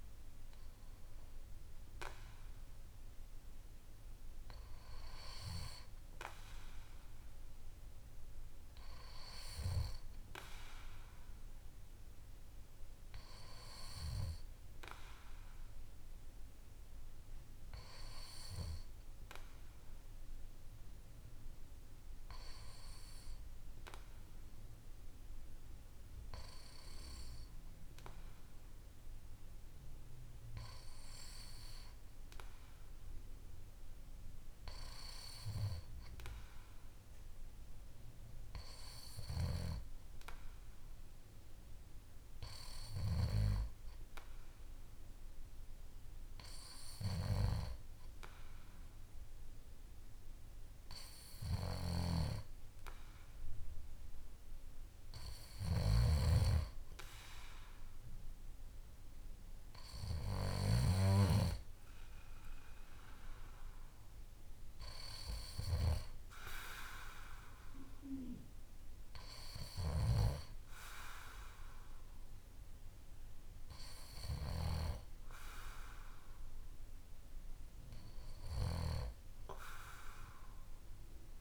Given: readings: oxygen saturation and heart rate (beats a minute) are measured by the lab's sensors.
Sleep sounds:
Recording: breathing in sleep by a room microphone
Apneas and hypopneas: none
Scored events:
55.50-61.00 s: snoring (device-marked)
70.00-81.41 s: new sleep stage, awake
From the record:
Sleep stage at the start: N2 (light sleep)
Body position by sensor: on the back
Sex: male

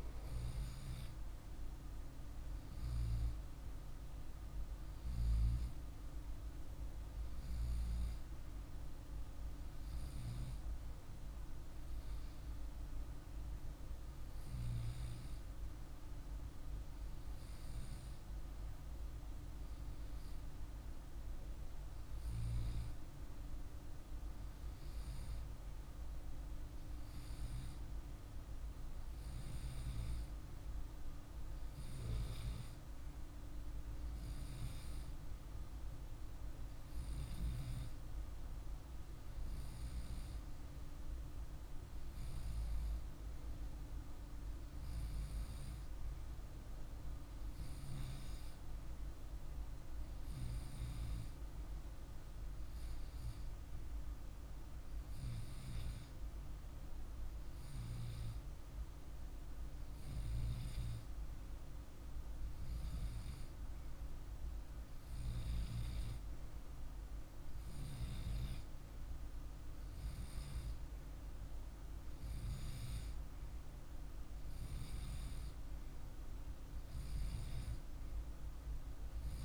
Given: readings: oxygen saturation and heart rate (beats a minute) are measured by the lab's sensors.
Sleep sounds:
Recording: breathing in sleep, hard to hear, by a room microphone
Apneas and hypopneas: none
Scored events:
none scored
From the record:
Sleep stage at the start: REM sleep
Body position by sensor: on the left side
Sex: male

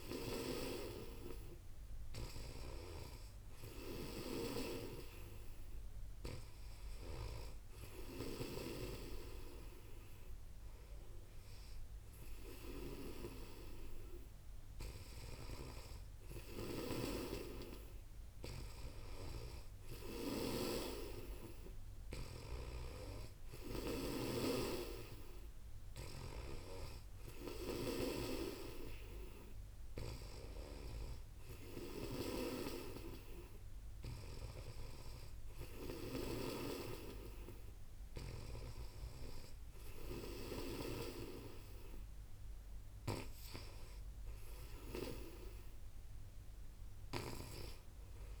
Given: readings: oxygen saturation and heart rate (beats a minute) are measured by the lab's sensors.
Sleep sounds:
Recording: breathing in sleep by a room microphone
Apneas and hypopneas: none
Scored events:
0.00-7.00 s: snoring (device-marked)
15.00-36.00 s: snoring (device-marked)
From the record:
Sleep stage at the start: N2 (light sleep)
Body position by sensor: on the back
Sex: female

